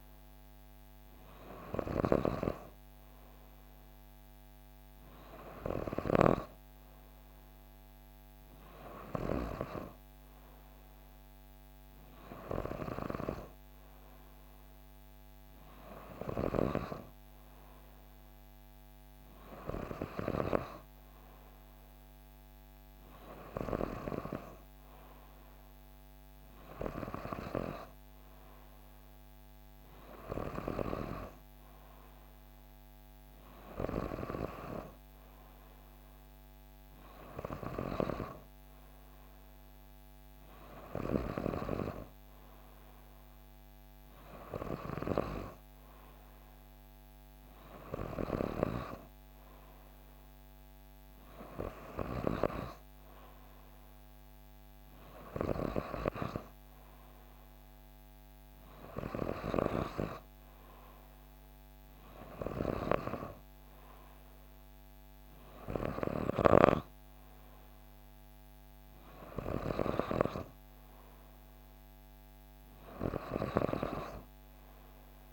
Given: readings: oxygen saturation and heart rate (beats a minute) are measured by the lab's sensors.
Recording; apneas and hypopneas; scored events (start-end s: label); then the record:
breathing in sleep by a microphone on the trachea; none
none scored
From the record:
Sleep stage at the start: N3 (deep sleep); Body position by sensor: on the back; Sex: female